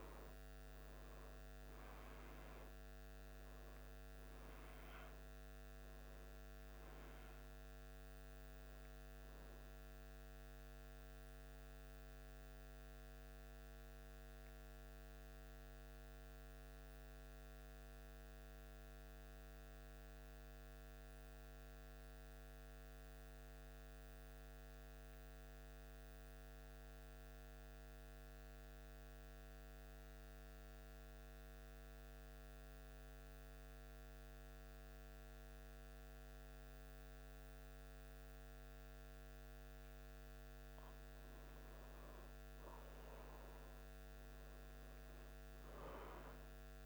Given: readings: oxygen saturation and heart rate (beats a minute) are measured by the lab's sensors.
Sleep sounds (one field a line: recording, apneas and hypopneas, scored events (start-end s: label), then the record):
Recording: breathing in sleep, hard to hear, by a microphone on the trachea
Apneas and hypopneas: 1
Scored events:
12.00-39.50 s: central apnea (oxygen 97% before, 94% lowest, heart rate 76 before, 74 extreme, up 0 after)
41.00-45.50 s: arousal
From the record:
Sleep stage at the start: N2 (light sleep)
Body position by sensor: on the back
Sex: male